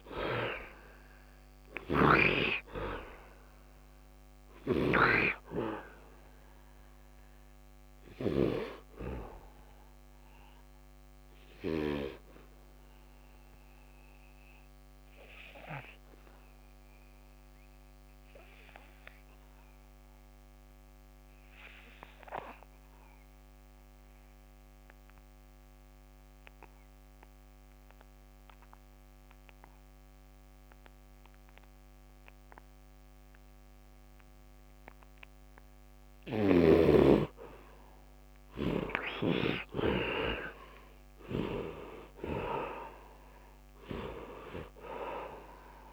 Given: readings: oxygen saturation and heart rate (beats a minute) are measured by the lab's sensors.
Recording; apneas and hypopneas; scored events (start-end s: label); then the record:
breathing in sleep by a microphone on the trachea; 1
0.00-2.00 s: snoring (device-marked)
0.00-21.00 s: oxygen desaturation (device-marked, oxygen 63% lowest, heart rate 73 extreme)
4.00-8.00 s: snoring (device-marked)
7.00-35.50 s: obstructive apnea (oxygen 100% before, 63% lowest, heart rate 81 before, 75 extreme, up 36 after)
23.00-45.93 s: oxygen desaturation (device-marked, oxygen 100% before, 67% lowest, heart rate 76 before, 74 extreme)
39.00-43.50 s: arousal
From the record:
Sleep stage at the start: N2 (light sleep); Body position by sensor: on the back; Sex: male